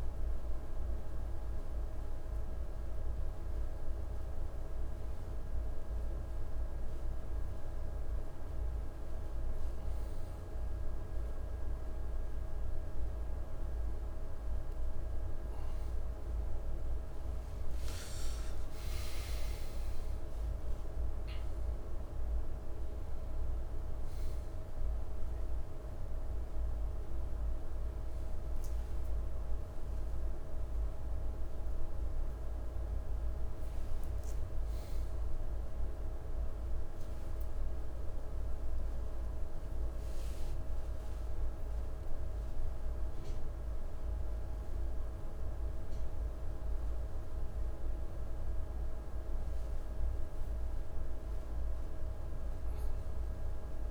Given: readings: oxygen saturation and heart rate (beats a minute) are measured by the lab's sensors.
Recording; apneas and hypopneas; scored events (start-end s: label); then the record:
a person awake in a sleep study, hard to hear, by a room microphone; none
none scored
From the record:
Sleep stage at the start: awake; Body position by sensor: on the right side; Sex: male